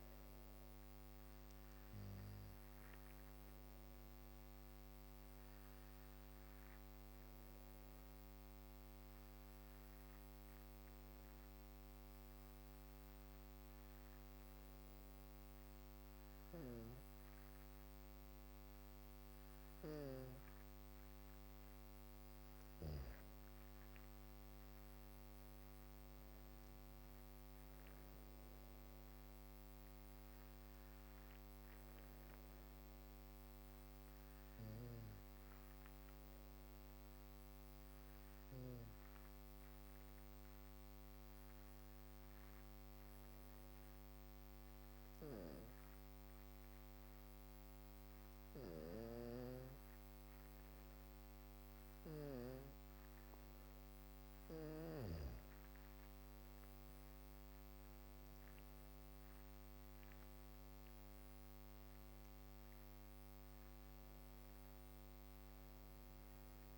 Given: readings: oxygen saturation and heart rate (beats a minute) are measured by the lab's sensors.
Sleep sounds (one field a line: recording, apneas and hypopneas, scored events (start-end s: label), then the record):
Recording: breathing in sleep by a microphone on the trachea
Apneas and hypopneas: 2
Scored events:
5.50-19.00 s: hypopnea (oxygen 99% before, 96% lowest, heart rate 61 before, 52 extreme, up 20 after)
20.00-24.00 s: arousal
36.00-51.00 s: hypopnea (oxygen 99% before, 96% lowest, heart rate 62 before, 53 extreme, up 17 after)
54.50-58.50 s: arousal
From the record:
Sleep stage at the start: N2 (light sleep)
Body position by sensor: on the back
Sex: female